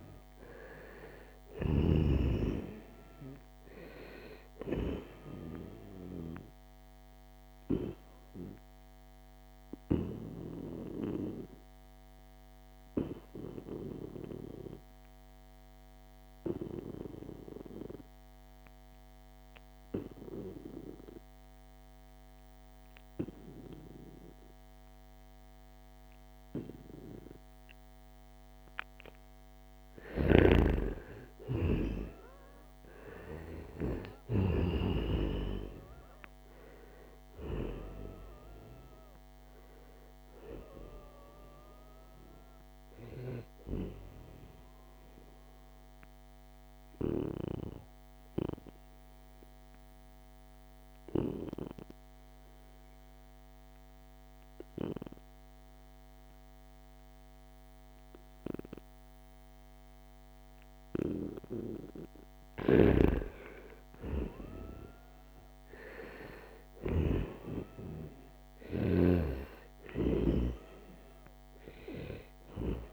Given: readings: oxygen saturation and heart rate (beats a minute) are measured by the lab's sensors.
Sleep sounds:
breathing in sleep by a microphone on the trachea; 2
0.00-1.00 s: arousal
0.00-2.00 s: snoring (device-marked)
1.50-15.50 s: oxygen desaturation (device-marked, oxygen 96% before, 91% lowest, heart rate 73 before, 71 extreme)
6.50-29.50 s: obstructive apnea (oxygen 96% before, 89% lowest, heart rate 74 before, 71 extreme, up 8 after)
30.50-35.00 s: arousal
32.50-57.50 s: oxygen desaturation (device-marked, oxygen 96% before, 89% lowest, heart rate 74 before, 72 extreme)
45.00-61.50 s: obstructive apnea (oxygen 96% before, 87% lowest, heart rate 77 before, 72 extreme, up 3 after)
63.00-67.00 s: arousal
From the record:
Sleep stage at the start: N2 (light sleep); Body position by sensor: on the right side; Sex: male

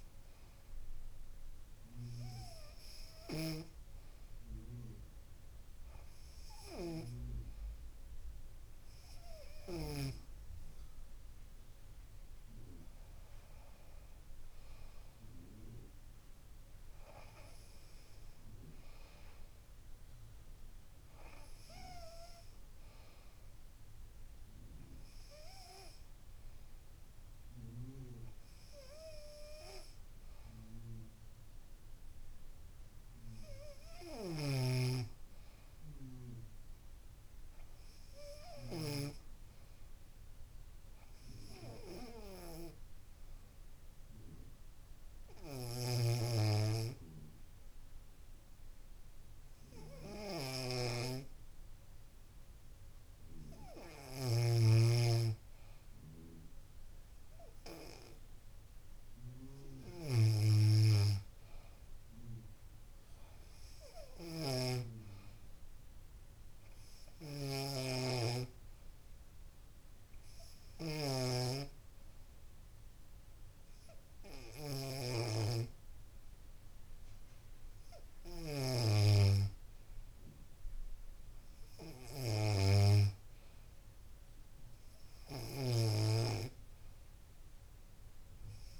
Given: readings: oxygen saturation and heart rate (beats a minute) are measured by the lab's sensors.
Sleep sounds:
breathing in sleep by a room microphone; 1
14.50-16.50 s: long interval between heartbeats (device-marked, heart rate 70 before, 78 extreme)
34.50-37.50 s: arousal
37.00-39.00 s: long interval between heartbeats (device-marked, heart rate 69 before, 79 extreme)
42.00-53.00 s: hypopnea (oxygen 97% before, 93% lowest, heart rate 71 before, 70 extreme, up 6 after)
45.50-47.50 s: long interval between heartbeats (device-marked, heart rate 72 before, 74 extreme)
55.00-58.50 s: arousal
59.00-61.00 s: long interval between heartbeats (device-marked, heart rate 78 before, 77 extreme)
62.00-64.00 s: long interval between heartbeats (device-marked, heart rate 77 before, 95 extreme)
65.00-67.00 s: long interval between heartbeats (device-marked, heart rate 84 before, 127 extreme)
67.00-69.00 s: long interval between heartbeats (device-marked, heart rate 89 before, 125 extreme)
73.50-75.50 s: long interval between heartbeats (device-marked, heart rate 95 before, 80 extreme)
From the record:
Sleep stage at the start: N2 (light sleep); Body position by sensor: on the back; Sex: female

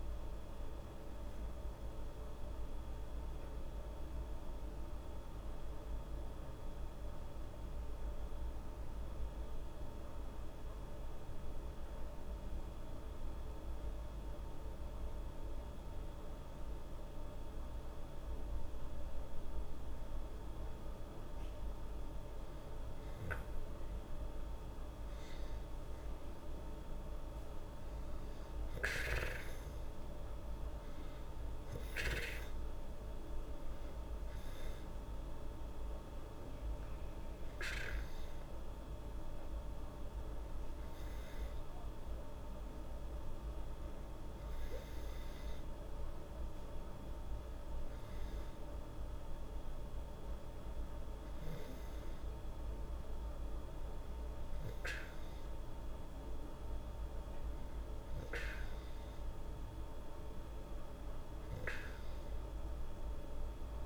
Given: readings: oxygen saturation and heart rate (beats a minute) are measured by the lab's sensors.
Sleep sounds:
breathing in sleep, hard to hear, by a room microphone; 1
9.00-22.00 s: hypopnea (oxygen 97% before, 94% lowest, heart rate 80 before, 76 extreme, up 7 after)
26.00-30.50 s: arousal
From the record:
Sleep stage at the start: N2 (light sleep); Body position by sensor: on the back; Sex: female

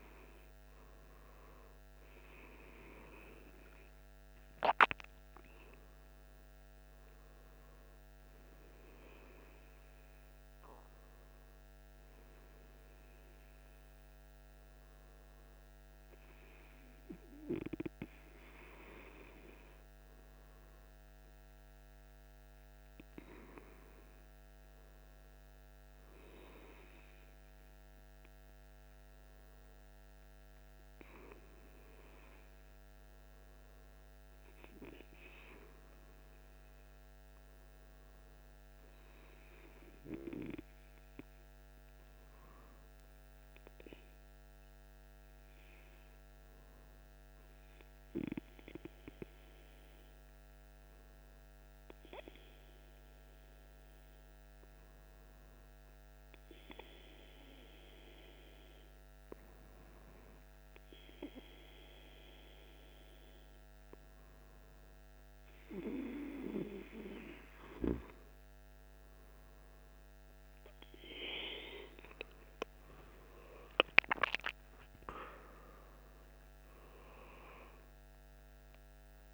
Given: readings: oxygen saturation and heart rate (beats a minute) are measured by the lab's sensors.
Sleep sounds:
breathing in sleep by a microphone on the trachea; 1
3.50-7.50 s: arousal
40.50-66.50 s: hypopnea (oxygen 99% before, 96% lowest, heart rate 54 before, 51 extreme, up 6 after)
60.00-79.34 s: new sleep stage, N1 (lightest sleep)
72.00-79.34 s: oxygen desaturation (device-marked, oxygen 99% before, 96% lowest, heart rate 54 before, 52 extreme)
73.00-78.00 s: arousal
From the record:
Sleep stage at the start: N2 (light sleep); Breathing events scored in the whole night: 115 in 3.9 hours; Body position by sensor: on the back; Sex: male

